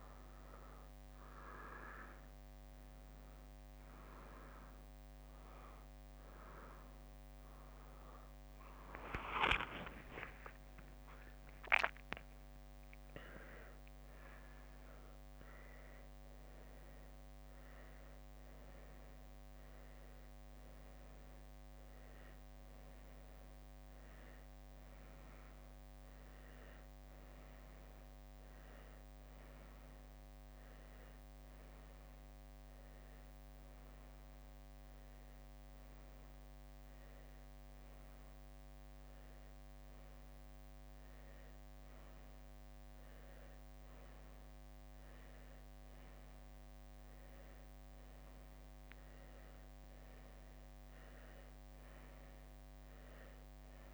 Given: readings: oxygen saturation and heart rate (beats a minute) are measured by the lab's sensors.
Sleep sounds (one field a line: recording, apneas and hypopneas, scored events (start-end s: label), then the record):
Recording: a person awake in a sleep study, by a microphone on the trachea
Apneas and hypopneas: none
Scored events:
0.00-5.00 s: leg movement (device-marked)
9.50-14.00 s: leg movement (device-marked)
9.50-21.50 s: drop in pulse transit time (device-marked, heart rate 64 before, 66 extreme)
28.00-29.50 s: leg movement (device-marked)
34.50-51.50 s: drop in pulse transit time (device-marked, heart rate 67 before, 61 extreme)
37.50-47.50 s: leg movement (device-marked)
From the record:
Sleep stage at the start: awake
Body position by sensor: on the right side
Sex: female